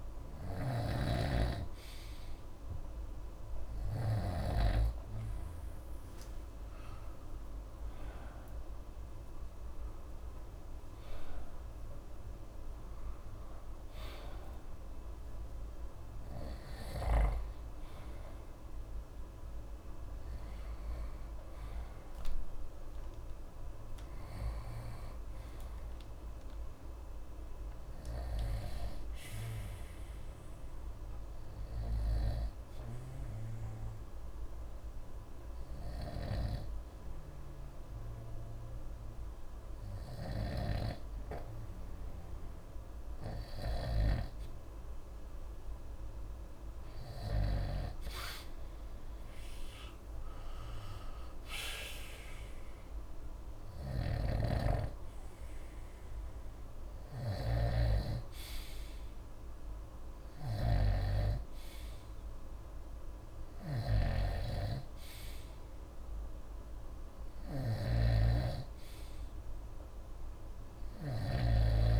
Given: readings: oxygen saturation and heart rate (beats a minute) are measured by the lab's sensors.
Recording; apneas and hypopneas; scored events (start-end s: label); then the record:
breathing in sleep by a room microphone; 1
0.00-4.50 s: snoring (device-marked)
6.00-10.00 s: arousal
23.00-27.00 s: arousal
30.50-43.00 s: hypopnea (oxygen 95% before, 92% lowest, heart rate 67 before, 61 extreme, up 2 after)
32.00-72.00 s: snoring (device-marked)
45.00-48.00 s: arousal
53.00-61.00 s: oxygen desaturation (device-marked, oxygen 95% before, 92% lowest, heart rate 63 before, 61 extreme)
From the record:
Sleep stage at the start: N2 (light sleep); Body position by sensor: on the right side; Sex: male